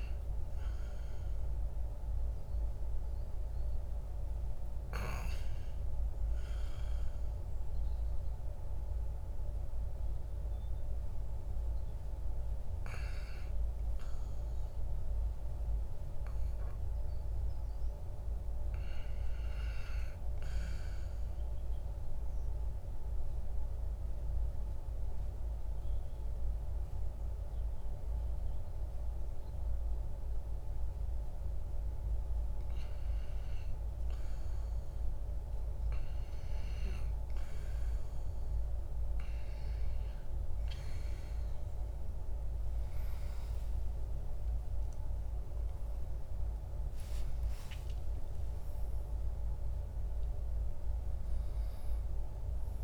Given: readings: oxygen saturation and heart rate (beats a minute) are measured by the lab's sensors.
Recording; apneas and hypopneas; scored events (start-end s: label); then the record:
breathing in sleep, hard to hear, by a room microphone; 1
21.00-32.00 s: mixed apnea (oxygen 99% before, 95% lowest, heart rate 61 before, 63 extreme, up 2 after)
42.50-48.00 s: arousal
From the record:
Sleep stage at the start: REM sleep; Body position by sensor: on the back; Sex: male